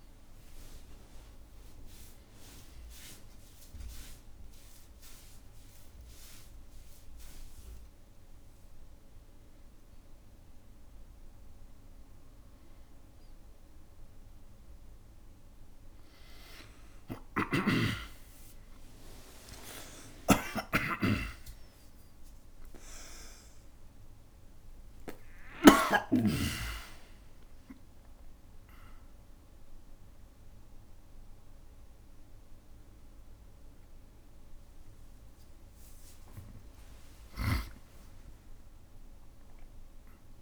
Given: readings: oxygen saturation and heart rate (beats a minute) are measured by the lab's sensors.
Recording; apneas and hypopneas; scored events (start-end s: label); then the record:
a person awake in a sleep study, by a room microphone; none
20.00-26.00 s: snoring (device-marked)
From the record:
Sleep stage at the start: awake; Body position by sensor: on the back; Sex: male